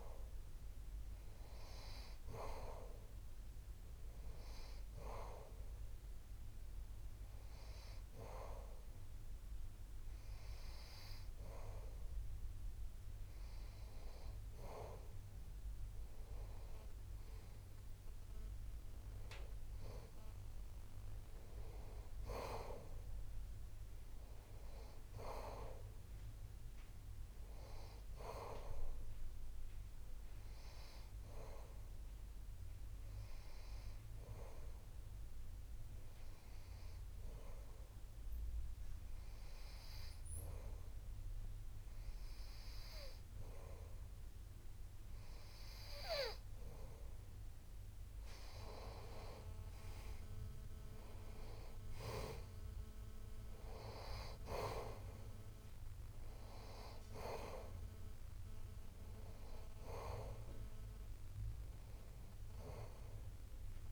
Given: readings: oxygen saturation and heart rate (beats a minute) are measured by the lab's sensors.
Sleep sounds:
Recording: breathing in sleep by a room microphone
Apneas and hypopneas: 2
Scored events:
5.00-15.00 s: hypopnea (oxygen 94% before, 90% lowest)
21.00-25.00 s: arousal
33.50-46.50 s: hypopnea (oxygen 92% before, 90% lowest)
50.00-54.50 s: arousal
From the record:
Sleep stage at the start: N2 (light sleep)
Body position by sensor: on the back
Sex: male

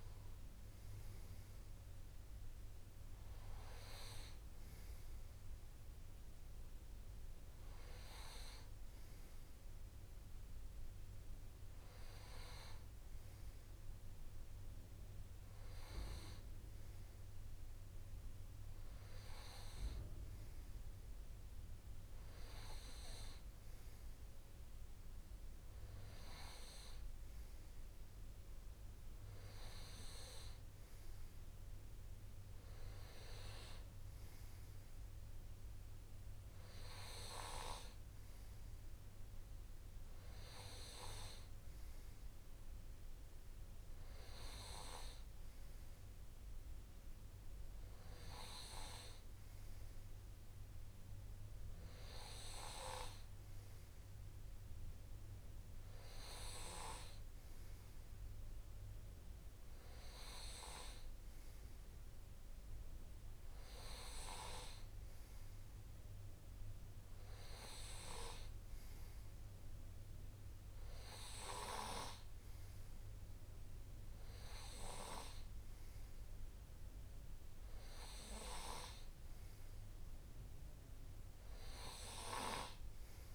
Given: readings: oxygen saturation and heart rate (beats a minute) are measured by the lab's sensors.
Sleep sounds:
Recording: breathing in sleep by a room microphone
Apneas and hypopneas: none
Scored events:
none scored
From the record:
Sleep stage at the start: N2 (light sleep)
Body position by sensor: on the right side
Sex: male

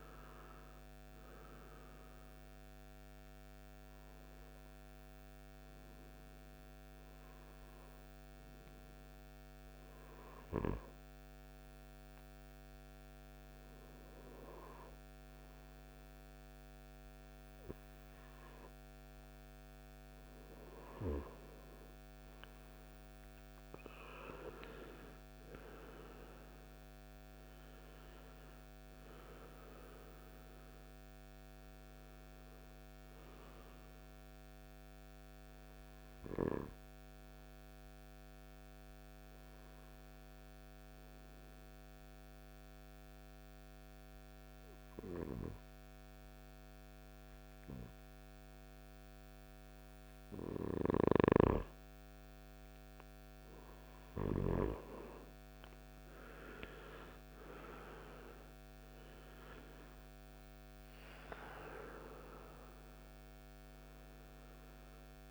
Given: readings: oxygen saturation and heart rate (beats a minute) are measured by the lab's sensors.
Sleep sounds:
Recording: breathing in sleep by a microphone on the trachea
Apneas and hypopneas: 1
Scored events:
2.00-62.00 s: new sleep stage, N2 (light sleep)
37.50-50.00 s: obstructive apnea (oxygen 96% before, 93% lowest, heart rate 61 before, 56 extreme, up 8 after)
52.00-55.00 s: arousal
59.00-65.31 s: oxygen desaturation (device-marked, oxygen 97% before, 93% lowest, heart rate 58 before, 52 extreme)
62.00-65.31 s: new sleep stage, N1 (lightest sleep)
From the record:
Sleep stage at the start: N1 (lightest sleep)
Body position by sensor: on the right side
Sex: male

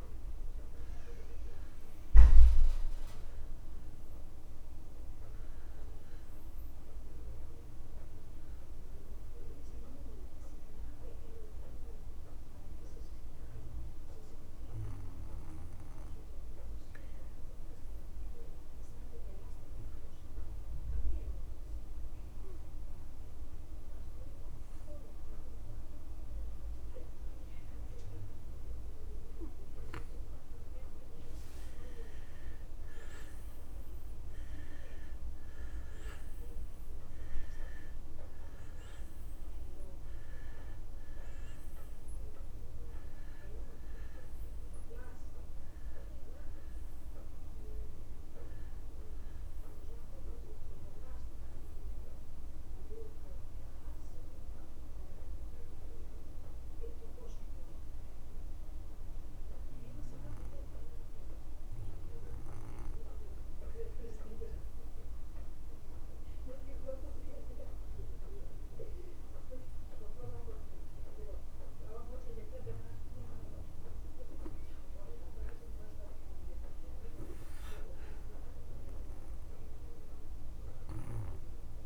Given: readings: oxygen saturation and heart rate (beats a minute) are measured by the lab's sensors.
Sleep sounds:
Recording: breathing in sleep by a room microphone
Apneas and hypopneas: 2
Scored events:
0.00-11.50 s: oxygen desaturation (device-marked, oxygen 89% lowest)
4.50-6.50 s: long interval between heartbeats (device-marked)
8.50-81.86 s: new sleep stage, N2 (light sleep)
13.00-15.00 s: long interval between heartbeats (device-marked)
20.00-31.50 s: obstructive apnea (oxygen 97% before, 87% lowest)
27.00-29.00 s: long interval between heartbeats (device-marked)
27.50-62.50 s: oxygen desaturation (device-marked, oxygen 96% before, 87% lowest)
33.00-36.50 s: arousal
33.50-35.50 s: long interval between heartbeats (device-marked)
54.00-73.50 s: hypopnea (oxygen 96% before, 87% lowest)
62.50-64.50 s: long interval between heartbeats (device-marked)
74.00-76.00 s: long interval between heartbeats (device-marked)
77.00-80.00 s: arousal
77.50-81.86 s: oxygen desaturation (device-marked, oxygen 97% before, 88% lowest)
From the record:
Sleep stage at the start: N1 (lightest sleep)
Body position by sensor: on the back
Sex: male

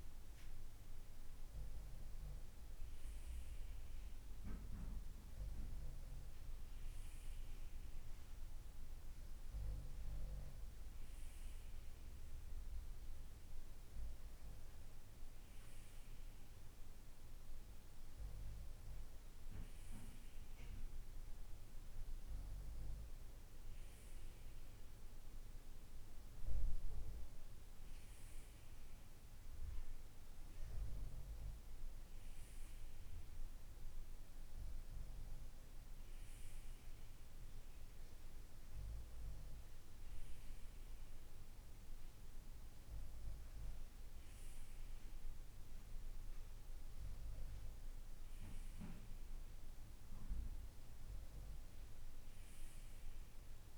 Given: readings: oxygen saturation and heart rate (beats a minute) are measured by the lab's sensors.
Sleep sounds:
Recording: breathing in sleep, hard to hear, by a room microphone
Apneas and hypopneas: none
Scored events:
none scored
From the record:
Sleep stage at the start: N2 (light sleep)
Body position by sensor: on the right side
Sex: male

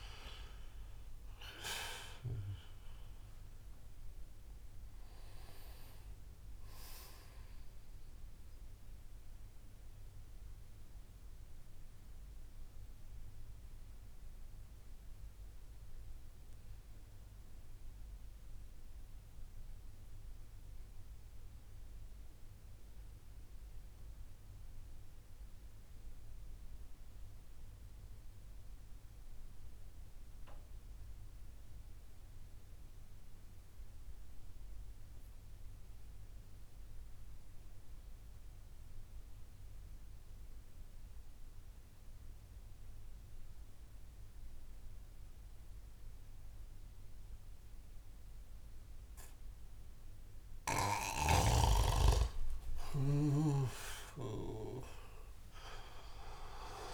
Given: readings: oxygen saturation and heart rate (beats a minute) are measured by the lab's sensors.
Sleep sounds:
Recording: breathing in sleep by a room microphone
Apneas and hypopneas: 1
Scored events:
0.00-19.50 s: oxygen desaturation (device-marked, oxygen 88% lowest)
8.50-51.00 s: obstructive apnea (oxygen 96% before, 88% lowest)
39.50-56.94 s: oxygen desaturation (device-marked, oxygen 98% before, 91% lowest)
51.00-56.94 s: snoring (device-marked)
53.00-56.94 s: arousal
From the record:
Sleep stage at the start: N2 (light sleep)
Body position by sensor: on the back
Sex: male

